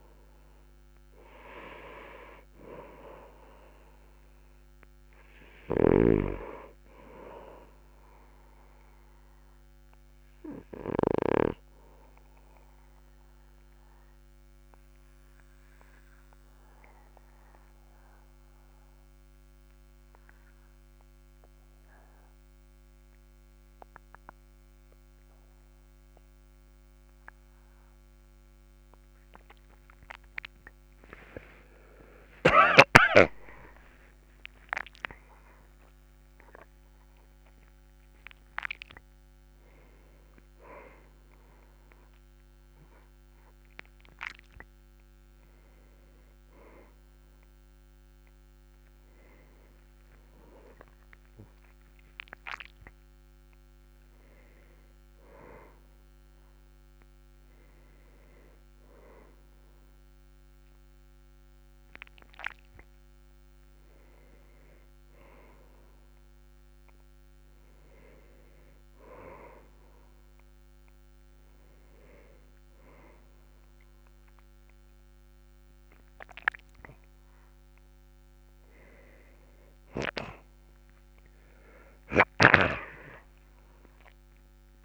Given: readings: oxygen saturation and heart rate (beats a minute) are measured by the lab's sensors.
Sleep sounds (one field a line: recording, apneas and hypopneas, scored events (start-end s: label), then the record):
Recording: a person awake in a sleep study, by a microphone on the trachea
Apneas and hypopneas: 1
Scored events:
10.00-38.50 s: obstructive apnea (oxygen 98% before, 94% lowest, heart rate 48 before, 42 extreme, up 21 after)
27.00-84.85 s: new sleep stage, awake
From the record:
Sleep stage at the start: N2 (light sleep)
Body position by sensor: on the back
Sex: male